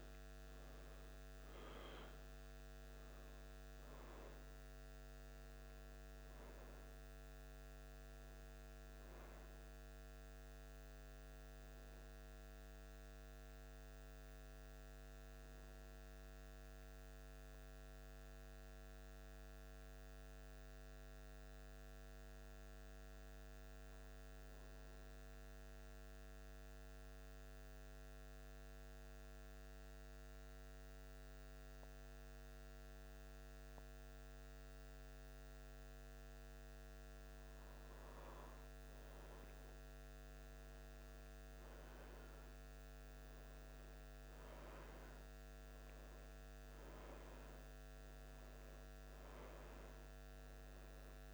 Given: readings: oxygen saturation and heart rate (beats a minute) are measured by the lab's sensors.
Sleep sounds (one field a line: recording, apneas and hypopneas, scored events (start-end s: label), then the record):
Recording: breathing in sleep, hard to hear, by a microphone on the trachea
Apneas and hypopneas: 1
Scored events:
15.50-36.00 s: mixed apnea (oxygen 95% before, 91% lowest, heart rate 78 before, 76 extreme, up 1 after)
39.50-44.00 s: arousal
47.00-51.33 s: new sleep stage, N2 (light sleep)
From the record:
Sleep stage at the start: N1 (lightest sleep)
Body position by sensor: on the back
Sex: male